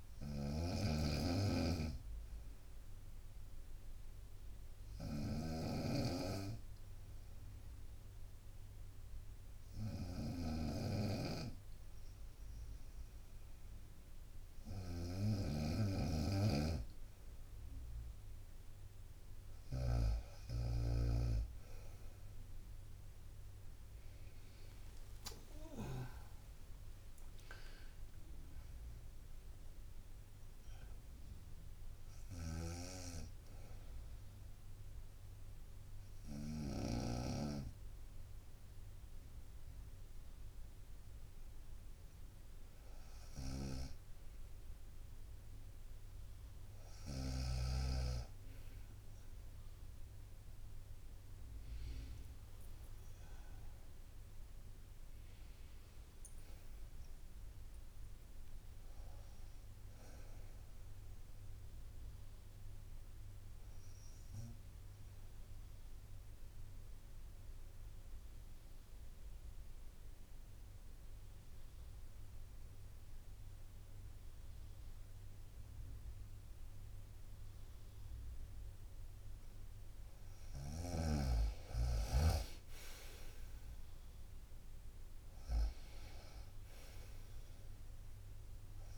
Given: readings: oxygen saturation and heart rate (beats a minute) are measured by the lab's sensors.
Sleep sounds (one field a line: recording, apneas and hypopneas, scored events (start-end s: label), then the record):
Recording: breathing in sleep by a room microphone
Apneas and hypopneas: 3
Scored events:
0.00-20.00 s: snoring (device-marked)
3.50-16.00 s: obstructive apnea (oxygen 95% before, 93% lowest, heart rate 62 before, 59 extreme, up 4 after)
22.00-26.00 s: arousal
23.50-28.50 s: tachycardia (device-marked, heart rate 62 before, 107 extreme)
25.00-27.00 s: long interval between heartbeats (device-marked, heart rate 63 before, 85 extreme)
25.50-36.50 s: drop in pulse transit time (device-marked, heart rate 64 before, 64 extreme)
27.00-29.00 s: long interval between heartbeats (device-marked, heart rate 65 before, 105 extreme)
29.50-31.50 s: long interval between heartbeats (device-marked, heart rate 73 before, 125 extreme)
29.50-43.00 s: obstructive apnea (oxygen 95% before, 93% lowest, heart rate 73 before, 59 extreme, up 3 after)
32.00-37.00 s: snoring (device-marked)
36.50-41.50 s: bradycardia (device-marked, heart rate 63 before, 59 extreme)
45.00-48.00 s: arousal
51.50-55.50 s: tachycardia (device-marked, heart rate 63 before, 101 extreme)
52.50-54.50 s: long interval between heartbeats (device-marked, heart rate 65 before, 82 extreme)
54.50-56.50 s: long interval between heartbeats (device-marked, heart rate 65 before, 101 extreme)
64.50-79.00 s: obstructive apnea (oxygen 97% before, 93% lowest, heart rate 78 before, 55 extreme, up 16 after)
68.50-76.50 s: bradycardia (device-marked, heart rate 64 before, 59 extreme)
82.00-84.00 s: long interval between heartbeats (device-marked, heart rate 60 before, 70 extreme)
82.50-88.97 s: drop in pulse transit time (device-marked, heart rate 61 before, 56 extreme)
83.50-87.50 s: arousal
From the record:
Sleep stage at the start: N2 (light sleep)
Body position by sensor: on the right side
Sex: female